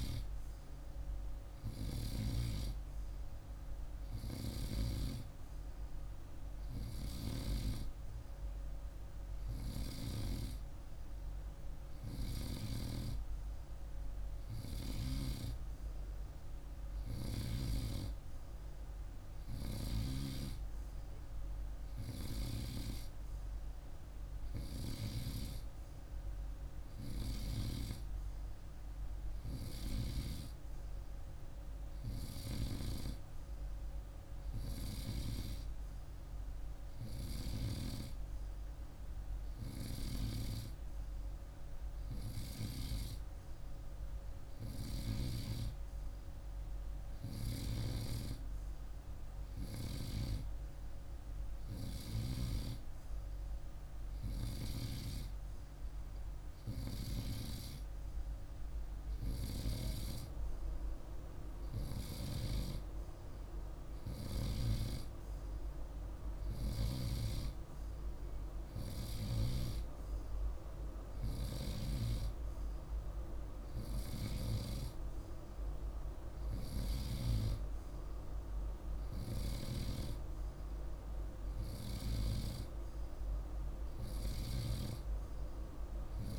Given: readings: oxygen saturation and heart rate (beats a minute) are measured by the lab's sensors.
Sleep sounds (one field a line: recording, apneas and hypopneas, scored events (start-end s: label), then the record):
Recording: breathing in sleep by a room microphone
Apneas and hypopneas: none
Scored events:
none scored
From the record:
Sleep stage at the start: N2 (light sleep)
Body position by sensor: on the right side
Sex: male